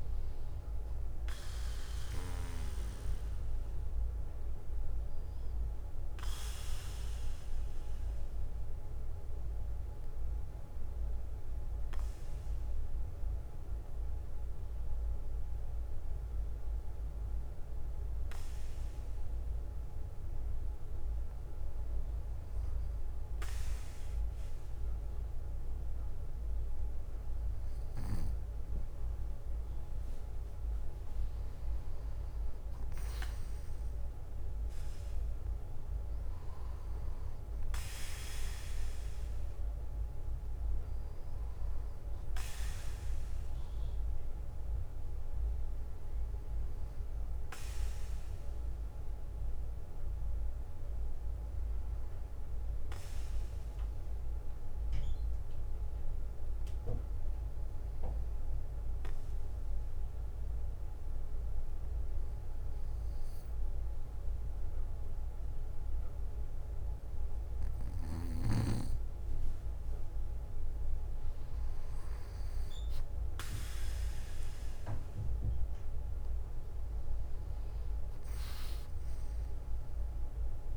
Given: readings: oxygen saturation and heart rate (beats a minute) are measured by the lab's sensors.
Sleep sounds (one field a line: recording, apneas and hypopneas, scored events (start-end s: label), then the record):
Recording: breathing in sleep by a room microphone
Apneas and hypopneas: 2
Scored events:
1.00-28.00 s: bradycardia (device-marked, heart rate 59 before, 53 extreme)
6.50-26.50 s: obstructive apnea (oxygen 97% before, 95% lowest, heart rate 60 before, 53 extreme, up 6 after)
31.50-34.50 s: arousal
36.00-44.00 s: bradycardia (device-marked, heart rate 59 before, 57 extreme)
46.00-48.00 s: bradycardia (device-marked, heart rate 59 before, 57 extreme)
49.00-63.50 s: obstructive apnea (oxygen 97% before, 94% lowest, heart rate 59 before, 55 extreme, up 9 after)
50.00-54.00 s: bradycardia (device-marked, heart rate 59 before, 57 extreme)
62.00-65.00 s: bradycardia (device-marked, heart rate 59 before, 60 extreme)
67.00-69.00 s: bradycardia (device-marked, heart rate 59 before, 59 extreme)
72.00-76.50 s: arousal
77.00-79.00 s: bradycardia (device-marked, heart rate 59 before, 63 extreme)
From the record:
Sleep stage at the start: N2 (light sleep)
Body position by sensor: on the back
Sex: male